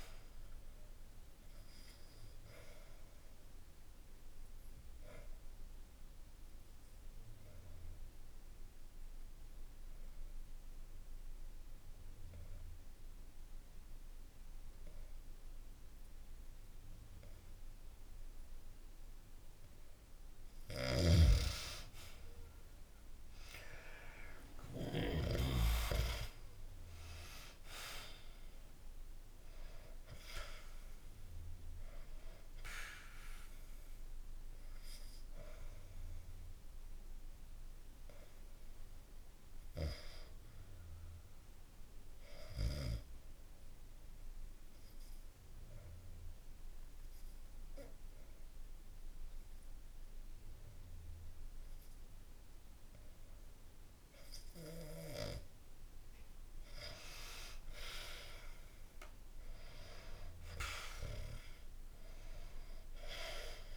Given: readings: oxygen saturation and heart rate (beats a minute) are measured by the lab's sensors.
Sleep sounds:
breathing in sleep by a room microphone; 2
0.00-17.00 s: oxygen desaturation (device-marked, oxygen 98% before, 93% lowest, heart rate 65 before, 64 extreme)
2.50-20.00 s: obstructive apnea (oxygen 98% before, 92% lowest, heart rate 65 before, 64 extreme)
20.50-25.00 s: snoring (device-marked)
22.50-28.00 s: arousal
29.00-50.00 s: oxygen desaturation (device-marked, oxygen 97% before, 92% lowest, heart rate 66 before, 61 extreme)
33.50-56.00 s: obstructive apnea (oxygen 97% before, 92% lowest, heart rate 66 before, 61 extreme)
58.00-62.00 s: arousal
From the record:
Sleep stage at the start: REM sleep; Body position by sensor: on the back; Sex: male

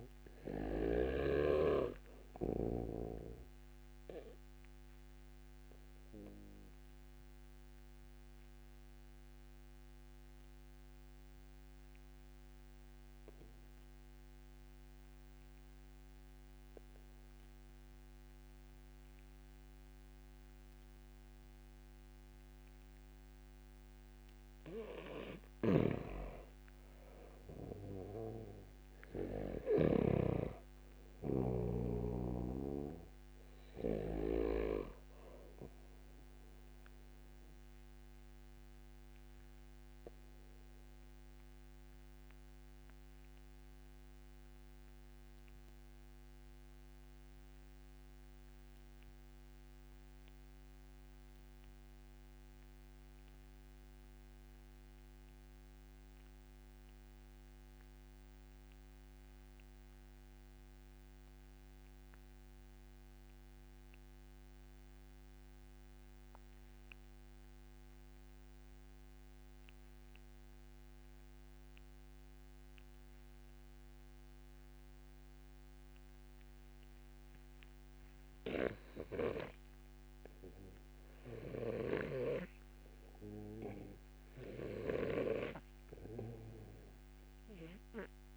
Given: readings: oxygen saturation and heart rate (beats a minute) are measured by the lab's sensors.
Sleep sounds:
breathing in sleep by a microphone on the trachea; 2
0.00-20.00 s: oxygen desaturation (device-marked, oxygen 88% lowest, heart rate 28 extreme)
4.50-24.00 s: obstructive apnea (oxygen 97% before, 88% lowest, heart rate 60 before, 28 extreme, up 13 after)
25.50-30.00 s: snoring (device-marked)
26.50-30.50 s: arousal
32.00-51.00 s: oxygen desaturation (device-marked, oxygen 96% before, 91% lowest, heart rate 72 before, 28 extreme)
36.50-81.00 s: obstructive apnea (oxygen 97% before, 82% lowest, heart rate 71 before, 41 extreme, up 2 after)
62.00-88.37 s: oxygen desaturation (device-marked, oxygen 97% before, 82% lowest)
83.00-86.00 s: arousal
From the record:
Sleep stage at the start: REM sleep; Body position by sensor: on the back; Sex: male

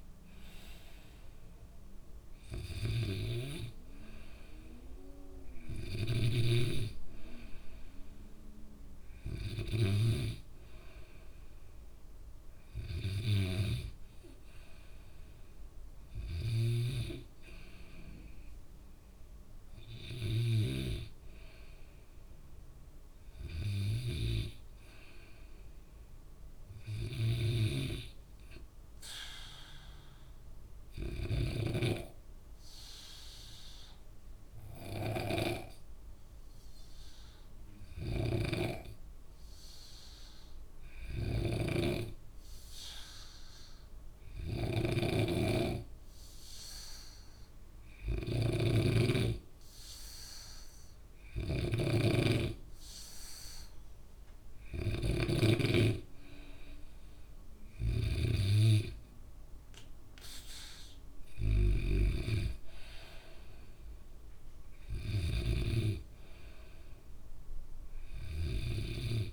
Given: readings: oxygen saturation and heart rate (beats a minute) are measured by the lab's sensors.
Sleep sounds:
breathing in sleep by a room microphone; 1
0.00-15.00 s: oxygen desaturation (device-marked, oxygen 92% lowest, heart rate 64 extreme)
6.00-10.50 s: snoring (device-marked)
16.50-21.00 s: snoring (device-marked)
27.00-66.00 s: snoring (device-marked)
30.00-54.50 s: hypopnea (oxygen 97% before, 94% lowest, heart rate 66 before, 62 extreme, up 8 after)
56.50-60.00 s: arousal
From the record:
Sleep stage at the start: N2 (light sleep); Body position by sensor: on the back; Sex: male

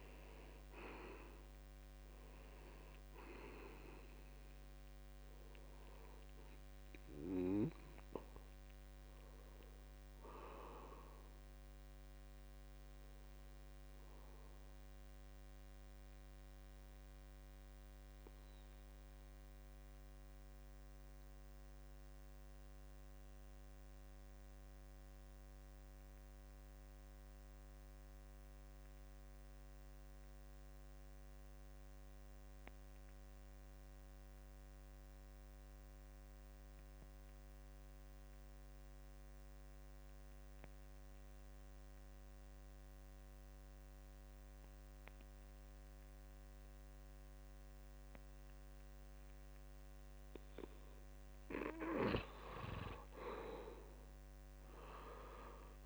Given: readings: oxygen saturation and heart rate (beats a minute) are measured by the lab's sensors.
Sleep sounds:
breathing in sleep by a microphone on the trachea; 1
0.00-19.50 s: oxygen desaturation (device-marked, oxygen 80% lowest, heart rate 63 extreme)
17.00-51.00 s: obstructive apnea (oxygen 90% before, 78% lowest, heart rate 74 before, 64 extreme, up 8 after)
36.50-55.86 s: oxygen desaturation (device-marked, oxygen 96% before, 78% lowest, heart rate 67 before, 66 extreme)
From the record:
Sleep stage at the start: N2 (light sleep); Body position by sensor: on the back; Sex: male

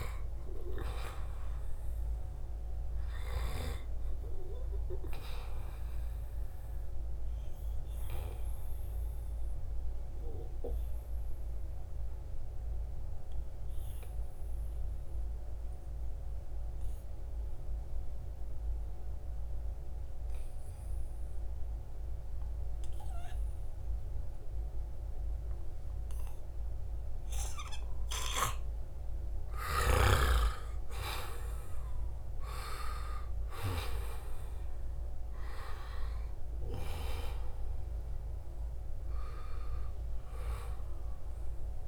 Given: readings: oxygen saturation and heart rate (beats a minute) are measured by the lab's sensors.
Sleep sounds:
breathing in sleep by a room microphone; 1
6.00-29.50 s: obstructive apnea (oxygen 97% before, 88% lowest, heart rate 80 before, 71 extreme, up 6 after)
25.00-41.87 s: oxygen desaturation (device-marked, oxygen 95% before, 88% lowest, heart rate 77 before, 68 extreme)
31.00-35.50 s: arousal
From the record:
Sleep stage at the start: N2 (light sleep); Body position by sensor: on the right side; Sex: male

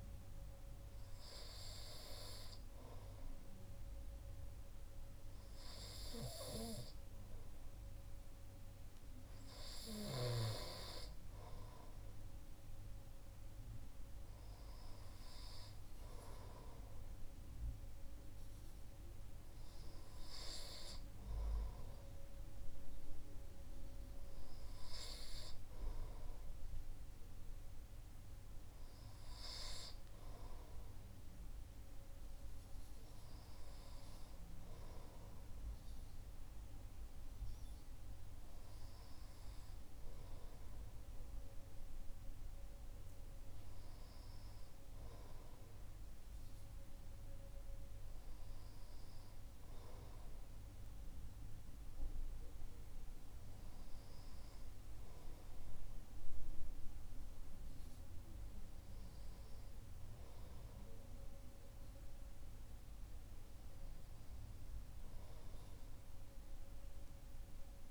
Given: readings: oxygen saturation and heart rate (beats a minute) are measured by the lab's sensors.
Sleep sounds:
breathing in sleep by a room microphone; none
none scored
From the record:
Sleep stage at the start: N2 (light sleep); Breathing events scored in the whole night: 112 in 6.8 hours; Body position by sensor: on the right side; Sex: male

